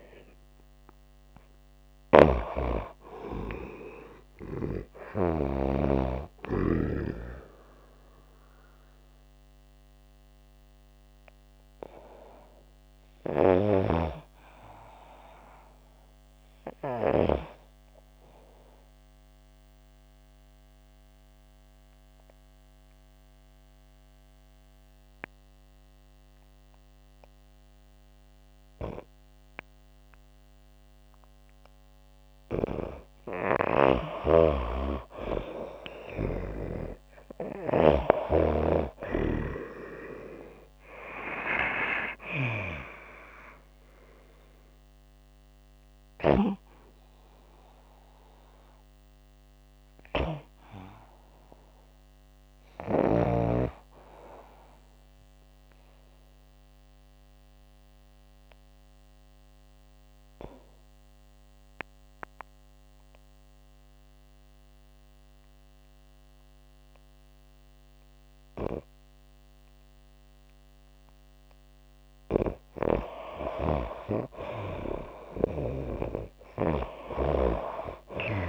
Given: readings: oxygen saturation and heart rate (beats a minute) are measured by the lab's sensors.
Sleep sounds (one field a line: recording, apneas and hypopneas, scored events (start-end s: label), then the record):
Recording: breathing in sleep by a microphone on the trachea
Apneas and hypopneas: 2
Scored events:
0.00-5.00 s: snoring (device-marked)
0.00-15.50 s: oxygen desaturation (device-marked, oxygen 90% lowest, heart rate 86 extreme)
12.50-16.00 s: arousal
17.50-31.00 s: obstructive apnea (oxygen 94% before, 90% lowest, heart rate 115 before, 57 extreme, up 41 after)
32.50-41.50 s: oxygen desaturation (device-marked, oxygen 94% before, 91% lowest, heart rate 113 before, 57 extreme)
33.00-37.50 s: snoring (device-marked)
34.00-39.50 s: arousal
55.50-71.50 s: obstructive apnea (oxygen 94% before, 88% lowest, heart rate 90 before, 54 extreme, up 9 after)
68.50-78.49 s: oxygen desaturation (device-marked, oxygen 94% before, 90% lowest, heart rate 76 before, 55 extreme)
73.00-78.49 s: snoring (device-marked)
74.00-78.49 s: arousal
From the record:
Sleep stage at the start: N2 (light sleep)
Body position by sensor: on the back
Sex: female